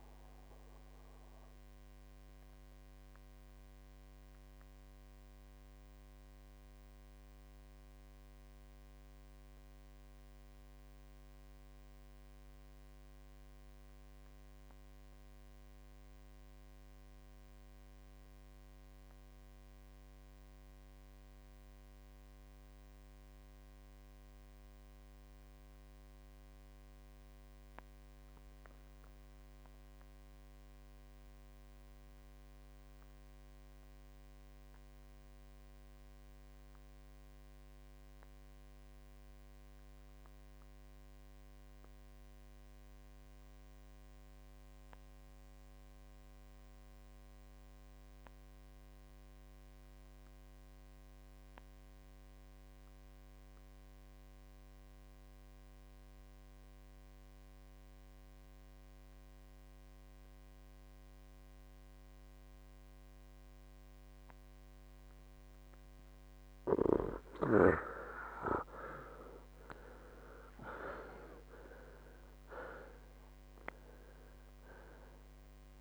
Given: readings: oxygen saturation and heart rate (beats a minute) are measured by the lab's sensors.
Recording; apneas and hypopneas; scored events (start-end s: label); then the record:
breathing in sleep by a microphone on the trachea; 1
0.00-11.50 s: oxygen desaturation (device-marked, oxygen 91% lowest, heart rate 57 extreme)
1.00-66.00 s: mixed apnea (oxygen 97% before, 80% lowest, heart rate 73 before, 56 extreme, up 27 after)
29.50-75.81 s: oxygen desaturation (device-marked, oxygen 98% before, 80% lowest, heart rate 61 before, 56 extreme)
69.50-73.00 s: arousal
From the record:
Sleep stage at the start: N2 (light sleep); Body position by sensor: on the right side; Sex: male